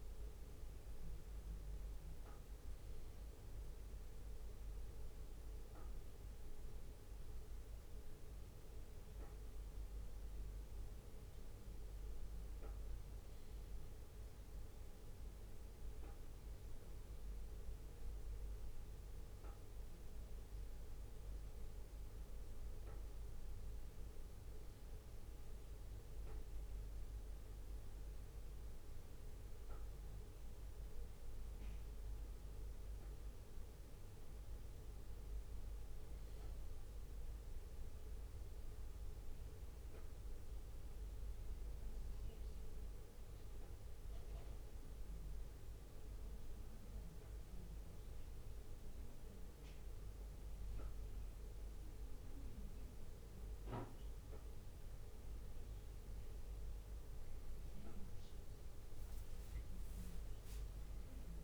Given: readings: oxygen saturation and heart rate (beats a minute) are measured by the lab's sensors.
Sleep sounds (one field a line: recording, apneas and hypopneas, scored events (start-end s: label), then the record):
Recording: a person awake in a sleep study, hard to hear, by a room microphone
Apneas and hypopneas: none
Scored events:
0.00-4.00 s: bradycardia (device-marked, heart rate 58 extreme)
From the record:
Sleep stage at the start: awake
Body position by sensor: on the left side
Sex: male